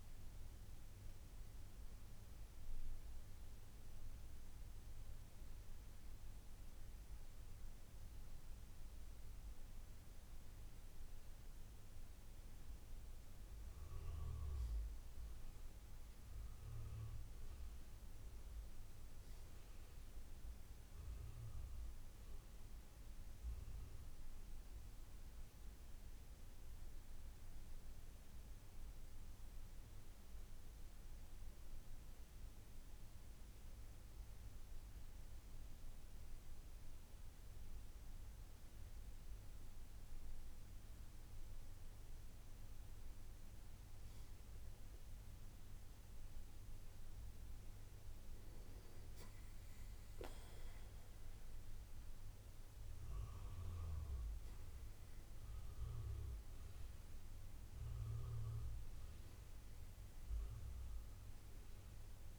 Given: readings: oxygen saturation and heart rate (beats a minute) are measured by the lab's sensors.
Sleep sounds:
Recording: breathing in sleep, hard to hear, by a room microphone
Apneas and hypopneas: 1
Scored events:
0.00-1.00 s: arousal
0.00-15.00 s: oxygen desaturation (device-marked, oxygen 95% lowest, heart rate 60 extreme)
22.00-34.00 s: hypopnea (oxygen 96% before, 92% lowest, heart rate 63 before, 63 extreme, up 3 after)
38.50-42.50 s: arousal
50.00-62.39 s: oxygen desaturation (device-marked, oxygen 97% before, 92% lowest, heart rate 66 before, 66 extreme)
From the record:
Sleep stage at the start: REM sleep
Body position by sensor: on the right side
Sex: male

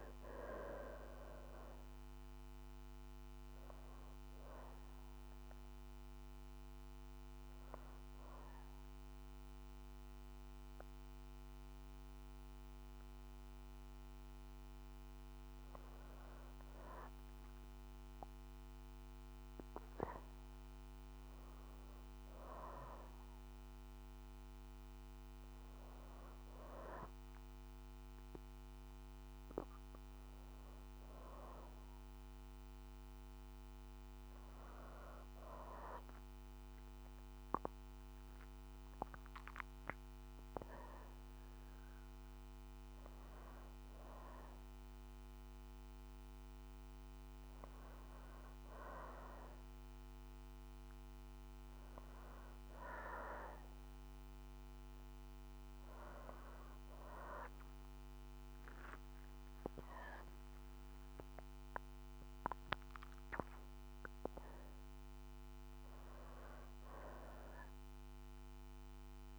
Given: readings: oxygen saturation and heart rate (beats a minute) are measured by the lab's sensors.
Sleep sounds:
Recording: breathing in sleep by a microphone on the trachea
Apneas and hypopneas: 1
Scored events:
4.00-19.00 s: oxygen desaturation (device-marked, oxygen 94% before, 87% lowest, heart rate 62 before, 58 extreme)
5.00-15.50 s: hypopnea (oxygen 94% before, 87% lowest, heart rate 62 before, 58 extreme, up 2 after)
17.50-21.50 s: arousal
21.00-31.00 s: oxygen desaturation (device-marked, oxygen 99% before, 94% lowest, heart rate 60 before, 61 extreme)
58.00-69.39 s: new sleep stage, awake
From the record:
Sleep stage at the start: REM sleep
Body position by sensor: on the back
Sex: female

